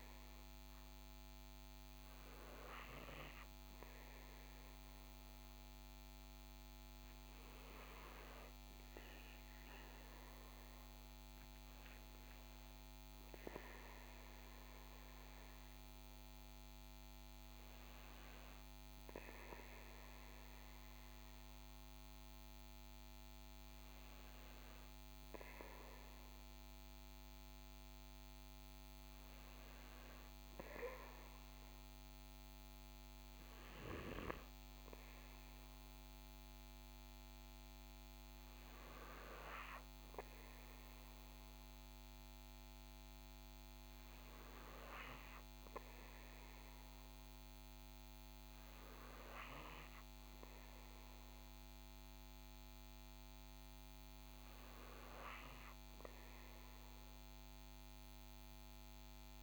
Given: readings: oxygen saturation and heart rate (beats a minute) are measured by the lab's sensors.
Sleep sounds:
breathing in sleep by a microphone on the trachea; none
none scored
From the record:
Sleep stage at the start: N2 (light sleep); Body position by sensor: on the right side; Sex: male

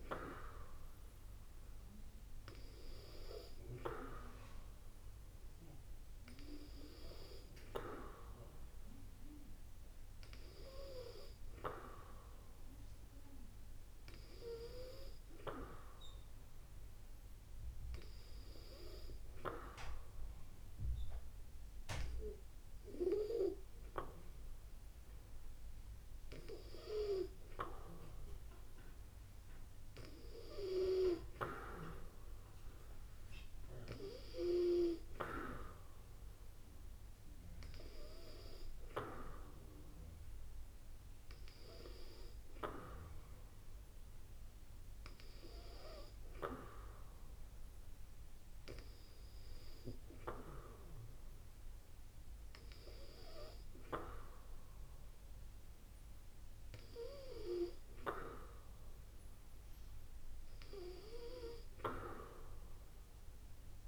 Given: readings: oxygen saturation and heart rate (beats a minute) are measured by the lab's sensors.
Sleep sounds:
breathing in sleep by a room microphone; none
none scored
From the record:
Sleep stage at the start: N2 (light sleep); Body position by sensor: on the back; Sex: female

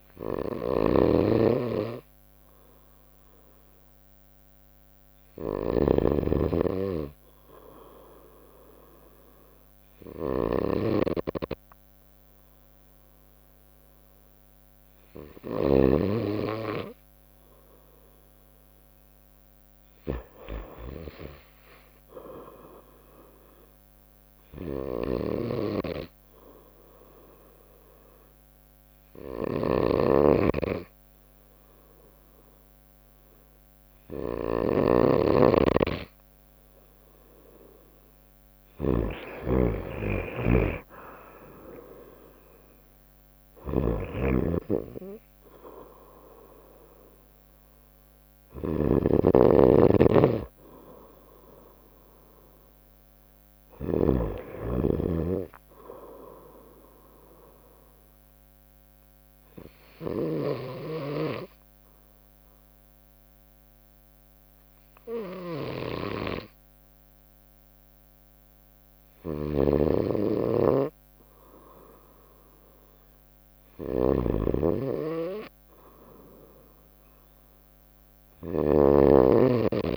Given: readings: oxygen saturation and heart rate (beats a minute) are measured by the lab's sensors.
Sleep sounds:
breathing in sleep by a microphone on the trachea; 3
0.00-4.00 s: drop in pulse transit time (device-marked, heart rate 70 extreme)
0.00-6.00 s: snoring (device-marked)
7.50-17.50 s: obstructive apnea (oxygen 89% before, 87% lowest, heart rate 73 before, 64 extreme, up 0 after)
19.50-23.00 s: arousal
20.00-32.00 s: drop in pulse transit time (device-marked, heart rate 69 before, 64 extreme)
25.00-37.00 s: obstructive apnea (oxygen 94% before, 87% lowest, heart rate 67 before, 65 extreme, up 6 after)
29.50-54.00 s: snoring (device-marked)
32.00-44.00 s: oxygen desaturation (device-marked, oxygen 92% before, 88% lowest, heart rate 66 before, 63 extreme)
41.50-46.00 s: arousal
58.50-71.50 s: mixed apnea (oxygen 92% before, 87% lowest, heart rate 68 before, 60 extreme, up 0 after)
69.00-79.97 s: snoring (device-marked)
75.00-78.50 s: arousal
From the record:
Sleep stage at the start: N2 (light sleep); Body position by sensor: on the right side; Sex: female

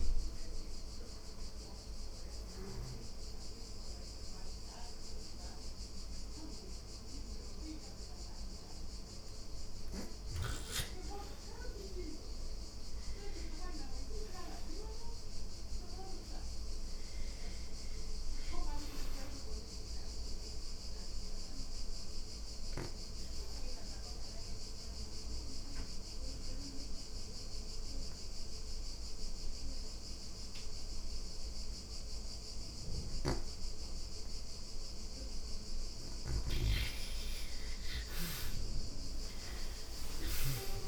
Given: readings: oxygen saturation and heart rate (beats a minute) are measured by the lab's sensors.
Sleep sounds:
breathing in sleep by a room microphone; 1
2.50-7.50 s: oxygen desaturation (device-marked, oxygen 85% before, 75% lowest, heart rate 74 before, 96 extreme)
19.50-35.00 s: obstructive apnea (oxygen 99% before, 79% lowest, heart rate 138 before, 75 extreme, up 43 after)
32.00-39.50 s: snoring (device-marked)
36.50-40.88 s: arousal
37.50-40.88 s: oxygen desaturation (device-marked, oxygen 97% before, 83% lowest, heart rate 122 before, 40 extreme)
From the record:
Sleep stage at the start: REM sleep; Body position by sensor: on the back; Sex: female

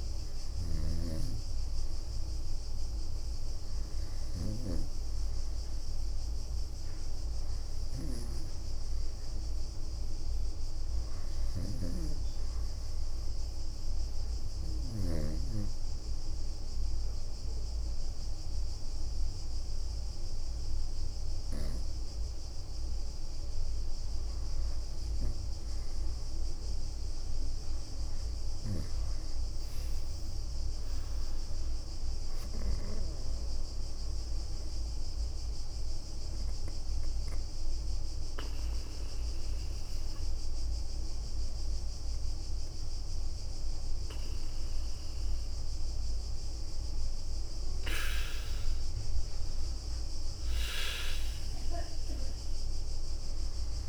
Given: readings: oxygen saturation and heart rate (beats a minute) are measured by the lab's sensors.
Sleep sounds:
breathing in sleep by a room microphone; 2
11.00-15.00 s: snoring (device-marked)
12.50-24.00 s: obstructive apnea (oxygen 96% before, 92% lowest, heart rate 69 before, 62 extreme, up 6 after)
28.50-32.50 s: arousal
35.00-46.00 s: hypopnea (oxygen 95% before, 92% lowest, heart rate 71 before, 61 extreme, up 9 after)
45.50-46.50 s: leg movement (device-marked)
48.00-52.50 s: arousal
51.50-53.89 s: leg movement (device-marked)
From the record:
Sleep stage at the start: REM sleep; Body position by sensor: on the right side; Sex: female

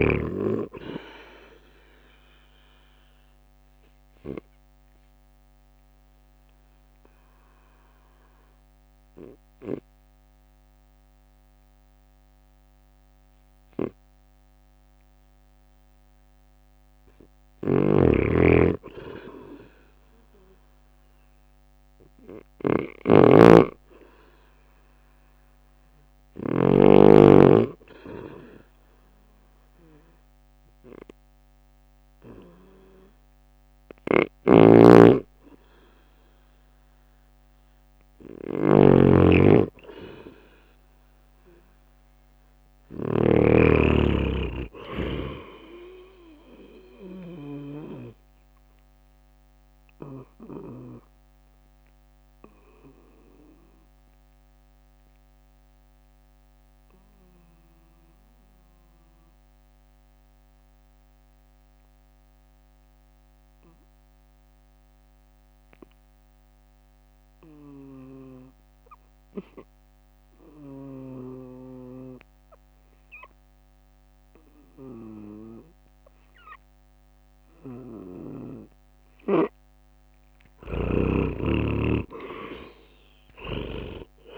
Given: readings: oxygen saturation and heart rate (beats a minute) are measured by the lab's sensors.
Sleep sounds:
breathing in sleep by a microphone on the trachea; 2
0.00-3.50 s: oxygen desaturation (device-marked, oxygen 92% lowest, heart rate 52 extreme)
0.00-10.50 s: drop in pulse transit time (device-marked, heart rate 53 extreme)
3.00-15.50 s: obstructive apnea (oxygen 97% before, 96% lowest, heart rate 55 before, 52 extreme, up 5 after)
17.50-22.50 s: arousal
17.50-26.50 s: snoring (device-marked)
24.50-37.50 s: drop in pulse transit time (device-marked, heart rate 54 before, 55 extreme)
34.00-43.00 s: snoring (device-marked)
47.00-79.00 s: obstructive apnea (oxygen 99% before, 94% lowest, heart rate 57 before, 52 extreme, up 15 after)
79.50-84.38 s: drop in pulse transit time (device-marked, heart rate 55 before, 53 extreme)
80.50-84.00 s: leg movement (device-marked)
81.00-84.38 s: arousal
From the record:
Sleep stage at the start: N2 (light sleep); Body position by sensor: on the right side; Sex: male

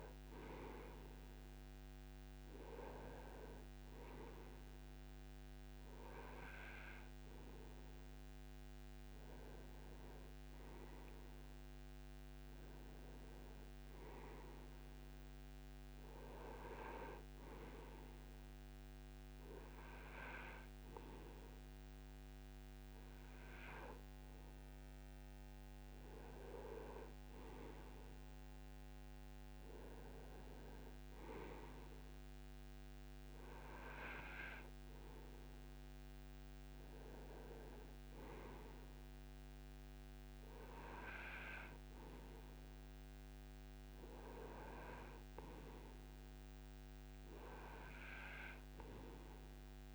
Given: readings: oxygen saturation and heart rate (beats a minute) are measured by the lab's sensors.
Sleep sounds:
breathing in sleep by a microphone on the trachea; none
none scored
From the record:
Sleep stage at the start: N2 (light sleep); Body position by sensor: on the right side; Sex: male

